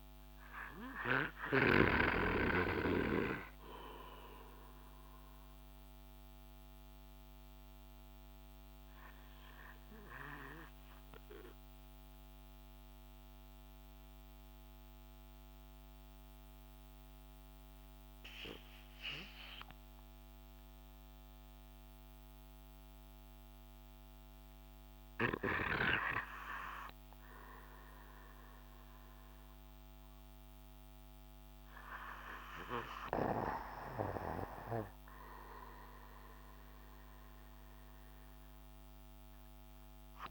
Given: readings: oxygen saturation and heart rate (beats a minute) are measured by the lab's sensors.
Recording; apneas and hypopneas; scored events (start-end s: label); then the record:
breathing in sleep by a microphone on the trachea; 1
6.00-24.50 s: obstructive apnea (oxygen 95% before, 92% lowest)
26.50-30.50 s: arousal
From the record:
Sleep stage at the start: N2 (light sleep); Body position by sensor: on the back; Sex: male